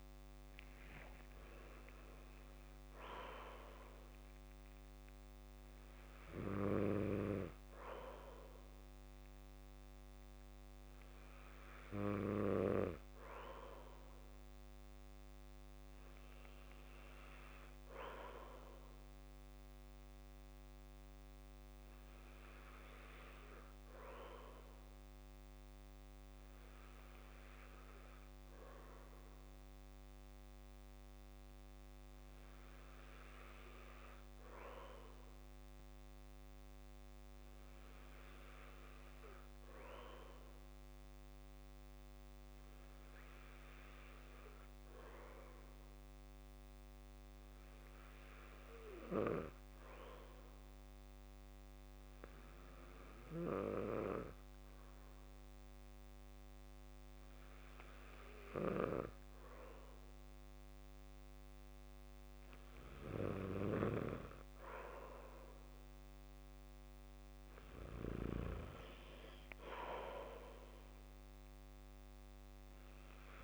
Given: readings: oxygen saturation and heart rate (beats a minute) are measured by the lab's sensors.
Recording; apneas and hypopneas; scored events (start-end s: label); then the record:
breathing in sleep by a microphone on the trachea; none
1.00-3.00 s: long interval between heartbeats (device-marked, heart rate 58 before, 74 extreme)
4.00-18.00 s: oxygen desaturation (device-marked, oxygen 96% before, 93% lowest, heart rate 62 before, 55 extreme)
From the record:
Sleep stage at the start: N2 (light sleep); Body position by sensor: on the back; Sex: male